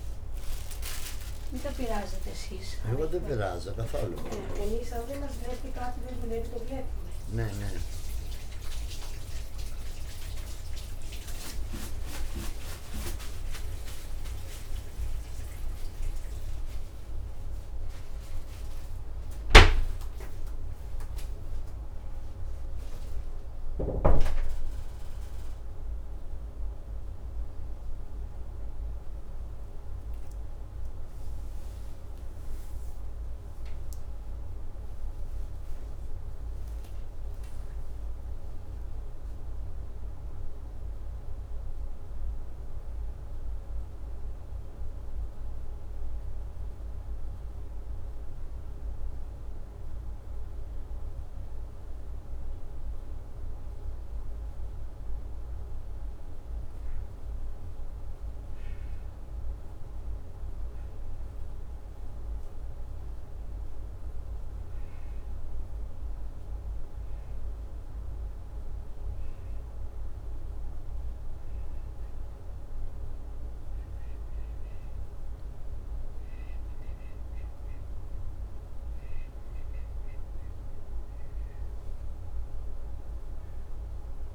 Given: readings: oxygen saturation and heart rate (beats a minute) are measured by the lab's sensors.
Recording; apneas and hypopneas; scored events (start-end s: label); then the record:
a person partly awake in a sleep study, by a room microphone; 1
32.50-62.50 s: new sleep stage, N1 (lightest sleep)
44.50-60.00 s: hypopnea (oxygen 97% before, 94% lowest, heart rate 82 before, 78 extreme, up 0 after)
62.50-84.34 s: new sleep stage, N2 (light sleep)
63.00-67.00 s: arousal
From the record:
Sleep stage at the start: awake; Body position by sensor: upright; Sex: male